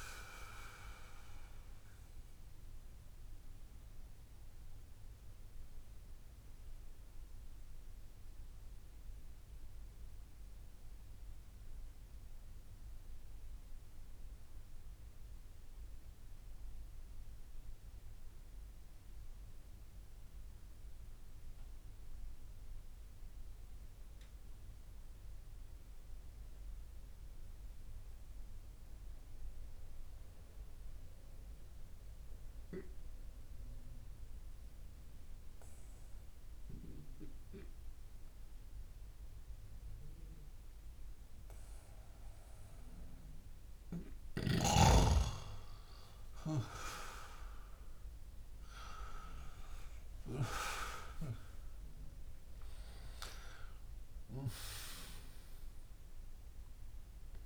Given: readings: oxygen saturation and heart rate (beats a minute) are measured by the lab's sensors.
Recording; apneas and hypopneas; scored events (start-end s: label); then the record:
breathing in sleep by a room microphone; 1
0.00-15.50 s: oxygen desaturation (device-marked, oxygen 88% lowest)
1.50-44.00 s: mixed apnea (oxygen 96% before, 87% lowest)
35.50-57.46 s: oxygen desaturation (device-marked, oxygen 97% before, 87% lowest)
50.00-55.50 s: arousal
From the record:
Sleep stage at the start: N2 (light sleep); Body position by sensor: on the back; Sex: male